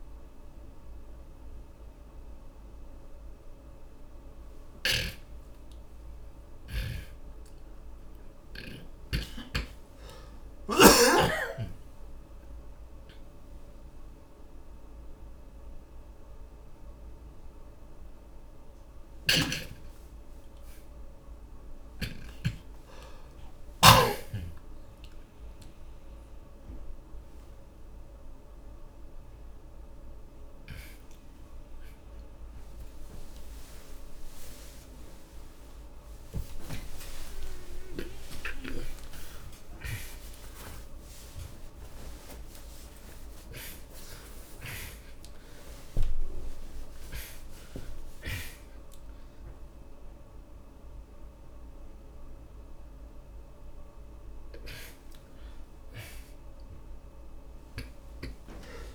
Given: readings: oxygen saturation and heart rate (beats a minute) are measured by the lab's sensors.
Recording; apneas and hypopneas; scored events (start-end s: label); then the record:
a person awake in a sleep study, by a room microphone; none
5.00-9.00 s: snoring (device-marked)
56.00-58.95 s: oxygen desaturation (device-marked, oxygen 96% before, 91% lowest)
From the record:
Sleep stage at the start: awake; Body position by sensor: on the back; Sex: male